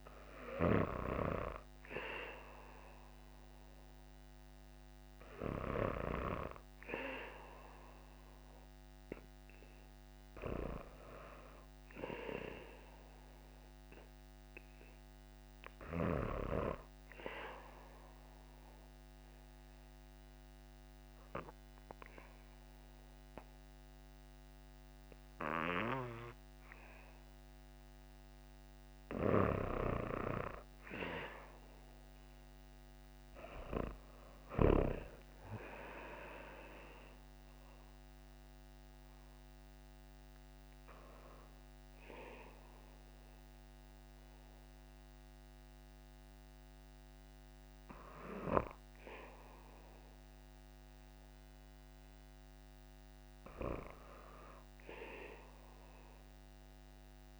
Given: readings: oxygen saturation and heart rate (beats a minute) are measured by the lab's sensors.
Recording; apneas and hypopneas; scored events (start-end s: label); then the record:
breathing in sleep by a microphone on the trachea; 2
9.50-13.00 s: arousal
15.50-28.00 s: obstructive apnea (oxygen 97% before, 92% lowest, heart rate 61 before, 54 extreme, up 6 after)
29.50-34.50 s: arousal
34.50-57.40 s: oxygen desaturation (device-marked, oxygen 96% before, 92% lowest, heart rate 59 before, 54 extreme)
39.00-53.00 s: hypopnea (oxygen 96% before, 92% lowest, heart rate 60 before, 54 extreme, up 7 after)
From the record:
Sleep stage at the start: N2 (light sleep); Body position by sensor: on the back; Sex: female